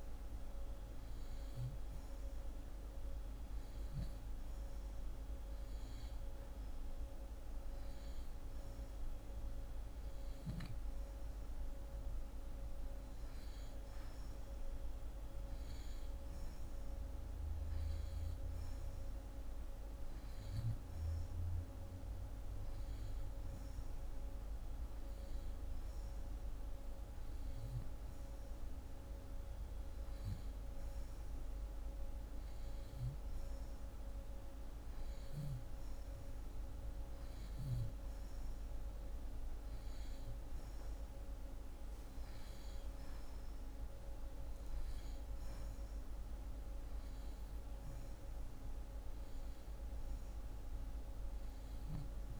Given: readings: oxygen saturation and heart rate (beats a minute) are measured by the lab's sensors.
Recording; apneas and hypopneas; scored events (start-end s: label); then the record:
breathing in sleep, hard to hear, by a room microphone; none
none scored
From the record:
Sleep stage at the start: N2 (light sleep); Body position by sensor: on the back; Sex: female